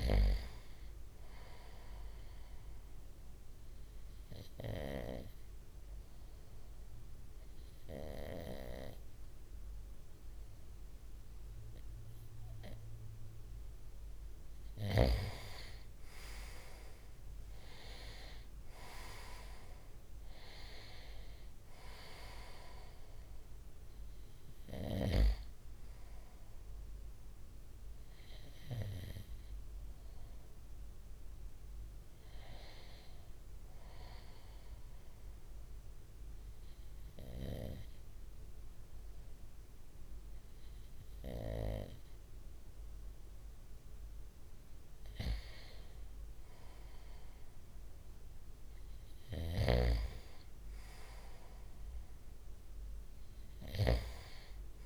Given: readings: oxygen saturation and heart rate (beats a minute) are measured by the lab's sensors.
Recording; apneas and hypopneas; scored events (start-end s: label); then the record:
breathing in sleep by a room microphone; 2
0.00-1.00 s: arousal
3.50-14.00 s: obstructive apnea (oxygen 96% before, 94% lowest, heart rate 63 before, 60 extreme, up 5 after)
17.50-22.00 s: arousal
33.00-45.00 s: obstructive apnea (oxygen 95% before, 94% lowest, heart rate 63 before, 59 extreme, up 3 after)
48.00-52.00 s: arousal
From the record:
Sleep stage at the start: N2 (light sleep); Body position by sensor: on the front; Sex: male